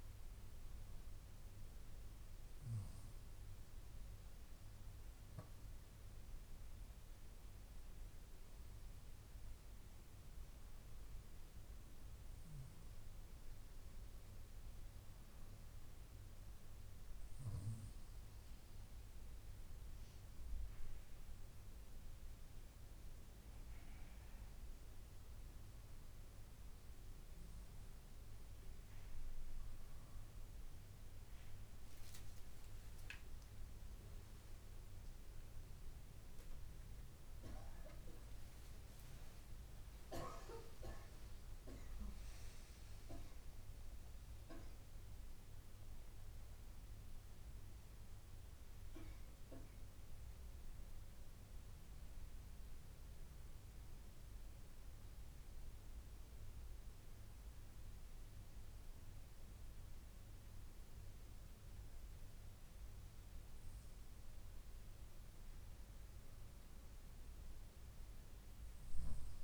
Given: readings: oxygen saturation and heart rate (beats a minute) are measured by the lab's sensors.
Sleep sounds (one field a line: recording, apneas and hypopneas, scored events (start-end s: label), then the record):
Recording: breathing in sleep by a room microphone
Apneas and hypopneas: 1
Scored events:
30.00-60.00 s: new sleep stage, N1 (lightest sleep)
31.50-36.50 s: arousal
50.50-65.00 s: mixed apnea (oxygen 96% before, 94% lowest)
60.00-69.44 s: new sleep stage, N2 (light sleep)
From the record:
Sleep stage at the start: N2 (light sleep)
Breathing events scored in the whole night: 327 in 5.3 hours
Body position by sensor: on the left side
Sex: female